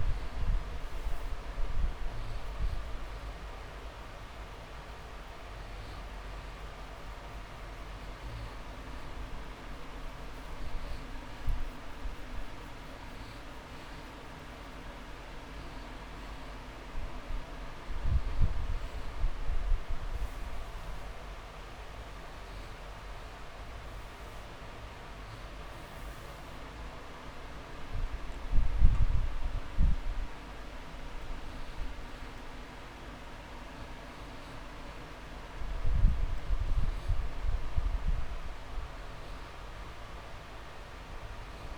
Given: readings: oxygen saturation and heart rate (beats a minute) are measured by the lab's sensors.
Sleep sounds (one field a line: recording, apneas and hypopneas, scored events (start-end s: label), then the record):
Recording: breathing in sleep, hard to hear, by a room microphone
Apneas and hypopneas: none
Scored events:
none scored
From the record:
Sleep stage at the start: N2 (light sleep)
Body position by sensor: on the back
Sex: male